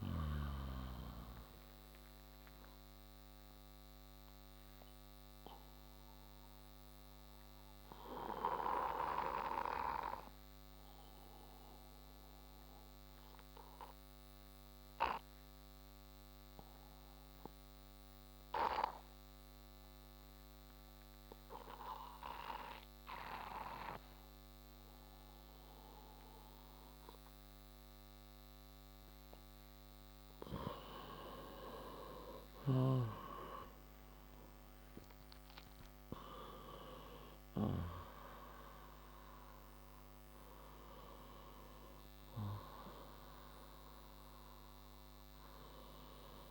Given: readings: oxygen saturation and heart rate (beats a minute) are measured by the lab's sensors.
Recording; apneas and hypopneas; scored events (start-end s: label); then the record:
breathing in sleep by a microphone on the trachea; 1
0.00-23.00 s: oxygen desaturation (device-marked, oxygen 91% lowest, heart rate 58 extreme)
4.00-30.50 s: obstructive apnea (oxygen 97% before, 89% lowest, heart rate 67 before, 58 extreme, up 34 after)
32.00-36.00 s: arousal
37.00-46.50 s: oxygen desaturation (device-marked, oxygen 95% before, 89% lowest, heart rate 73 before, 58 extreme)
From the record:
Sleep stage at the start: N2 (light sleep); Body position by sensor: on the left side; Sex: male